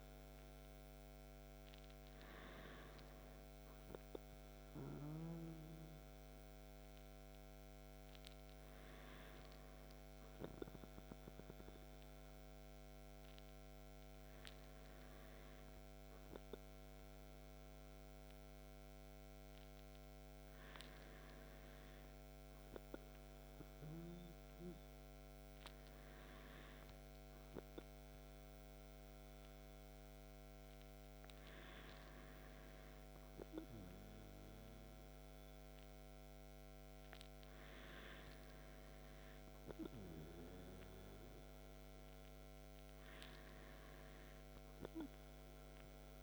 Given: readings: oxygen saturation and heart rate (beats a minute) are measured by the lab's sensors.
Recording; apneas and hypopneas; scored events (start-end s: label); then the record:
breathing in sleep by a microphone on the trachea; none
none scored
From the record:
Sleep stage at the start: N2 (light sleep); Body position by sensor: on the back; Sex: male